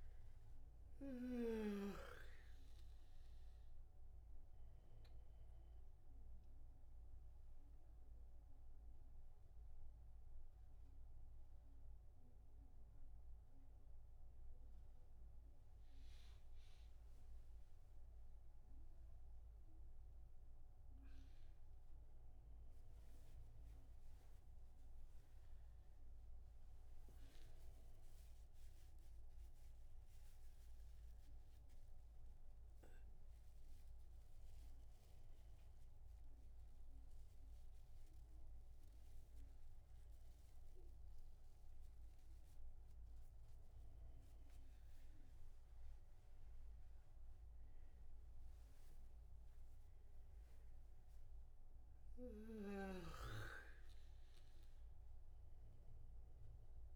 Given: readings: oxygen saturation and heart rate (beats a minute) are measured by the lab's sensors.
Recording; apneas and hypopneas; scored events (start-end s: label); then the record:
a person awake in a sleep study, by a room microphone; none
5.00-26.00 s: oxygen desaturation (device-marked, oxygen 97% before, 94% lowest)
49.00-56.96 s: oxygen desaturation (device-marked, oxygen 97% before, 93% lowest)
From the record:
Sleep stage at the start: awake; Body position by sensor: on the back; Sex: male